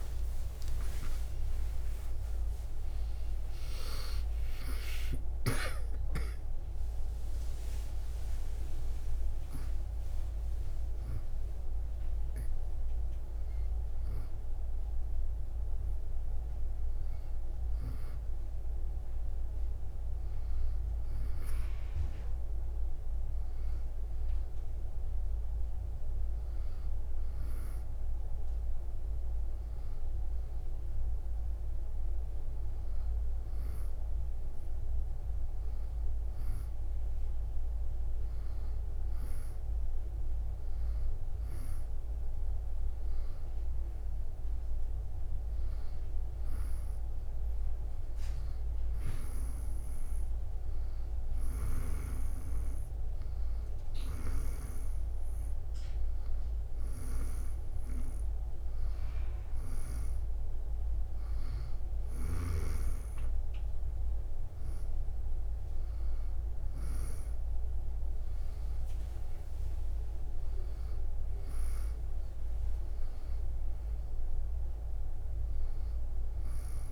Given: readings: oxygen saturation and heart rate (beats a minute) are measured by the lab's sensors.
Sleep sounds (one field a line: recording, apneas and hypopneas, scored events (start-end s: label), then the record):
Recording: a person awake in a sleep study, by a room microphone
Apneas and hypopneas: none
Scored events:
48.00-76.92 s: new sleep stage, N1 (lightest sleep)
From the record:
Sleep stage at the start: awake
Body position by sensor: on the back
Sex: female